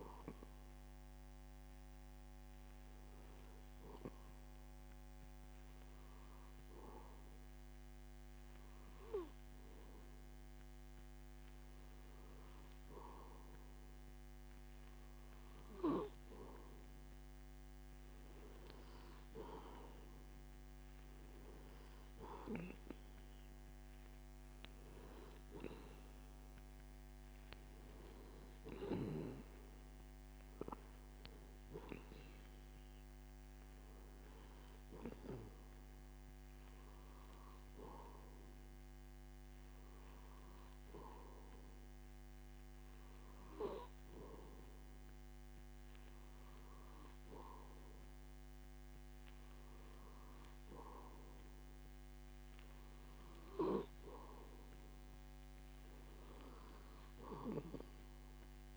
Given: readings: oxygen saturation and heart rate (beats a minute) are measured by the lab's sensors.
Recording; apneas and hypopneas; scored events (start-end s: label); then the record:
breathing in sleep by a microphone on the trachea; 1
0.00-5.50 s: oxygen desaturation (device-marked, oxygen 91% lowest)
3.50-17.00 s: hypopnea (oxygen 95% before, 91% lowest)
20.00-23.50 s: arousal
21.50-44.50 s: oxygen desaturation (device-marked, oxygen 94% before, 91% lowest)
From the record:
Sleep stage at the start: N2 (light sleep); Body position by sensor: on the back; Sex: male